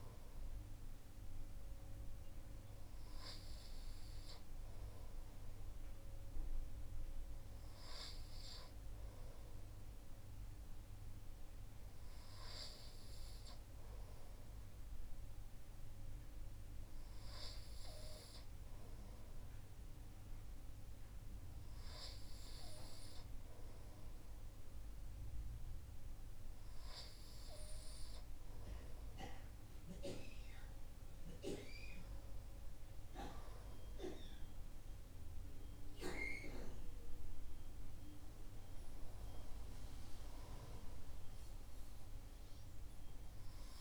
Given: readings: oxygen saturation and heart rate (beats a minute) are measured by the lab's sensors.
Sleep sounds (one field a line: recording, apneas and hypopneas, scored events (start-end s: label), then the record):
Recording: breathing in sleep by a room microphone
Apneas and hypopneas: none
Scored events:
none scored
From the record:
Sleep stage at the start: N2 (light sleep)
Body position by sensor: on the right side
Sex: male